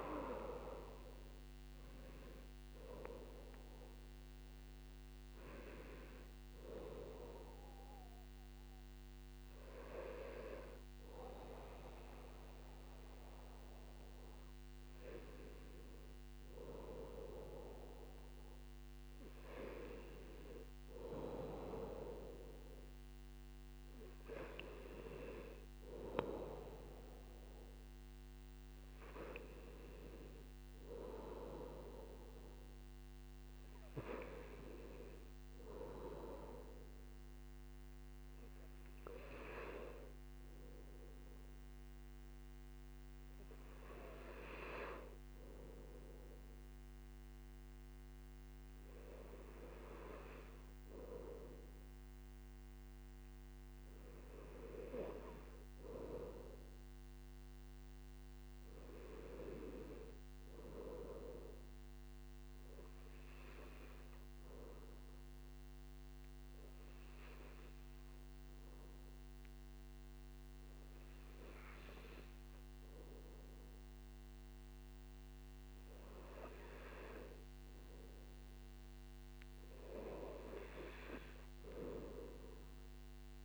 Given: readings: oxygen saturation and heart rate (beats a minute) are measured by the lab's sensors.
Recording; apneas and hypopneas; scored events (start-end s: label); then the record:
breathing in sleep by a microphone on the trachea; none
none scored
From the record:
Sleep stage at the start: N2 (light sleep); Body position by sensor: on the right side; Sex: male